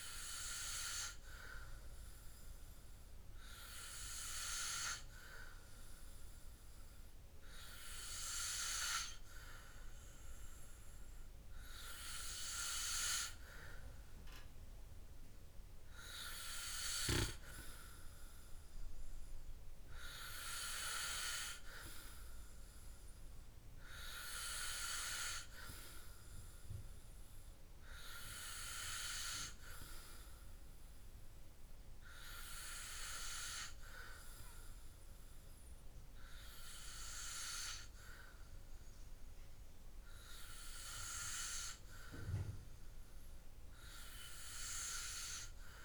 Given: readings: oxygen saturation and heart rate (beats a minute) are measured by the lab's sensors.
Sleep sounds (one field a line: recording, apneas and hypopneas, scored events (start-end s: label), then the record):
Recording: breathing in sleep by a room microphone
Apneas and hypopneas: none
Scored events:
none scored
From the record:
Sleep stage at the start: N3 (deep sleep)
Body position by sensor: on the back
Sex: male